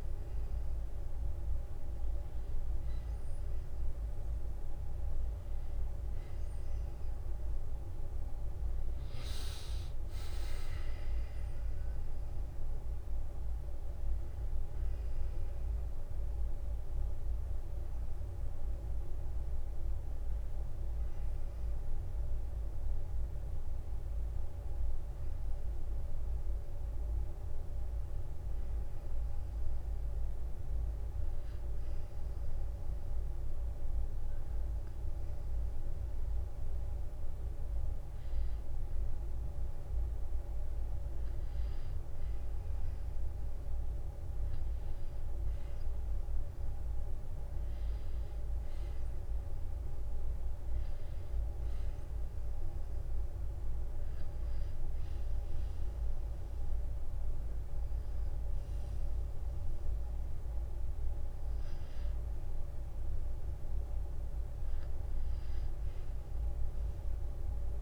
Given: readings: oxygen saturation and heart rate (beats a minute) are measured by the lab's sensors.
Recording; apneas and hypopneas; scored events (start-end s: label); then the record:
breathing in sleep, hard to hear, by a room microphone; 1
27.50-38.00 s: hypopnea (oxygen 93% before, 90% lowest, heart rate 55 before, 50 extreme, up 10 after)
41.00-45.50 s: arousal
47.50-66.50 s: oxygen desaturation (device-marked, oxygen 95% before, 90% lowest, heart rate 55 before, 49 extreme)
66.00-67.82 s: arousal
From the record:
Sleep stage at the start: N2 (light sleep); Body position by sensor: on the back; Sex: male